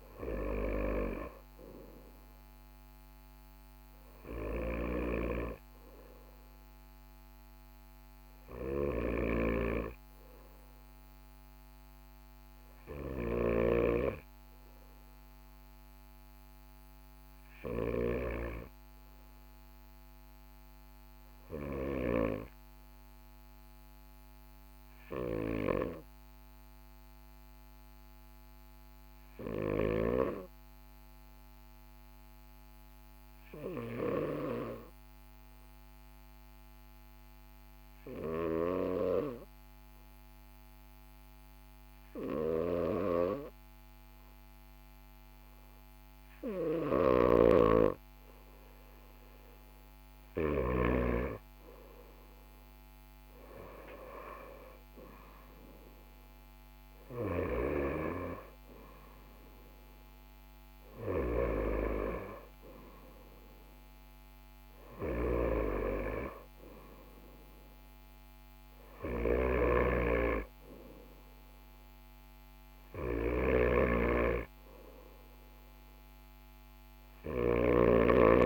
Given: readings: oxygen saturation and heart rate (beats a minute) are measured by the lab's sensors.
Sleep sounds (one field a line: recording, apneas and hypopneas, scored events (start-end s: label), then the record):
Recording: breathing in sleep by a microphone on the trachea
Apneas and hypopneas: 1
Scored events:
8.00-17.50 s: snoring (device-marked)
24.50-45.50 s: hypopnea (oxygen 99% before, 95% lowest, heart rate 42 before, 42 extreme, up 2 after)
46.50-50.50 s: snoring (device-marked)
49.00-53.00 s: arousal
68.50-78.45 s: snoring (device-marked)
From the record:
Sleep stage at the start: N2 (light sleep)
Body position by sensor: on the right side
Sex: male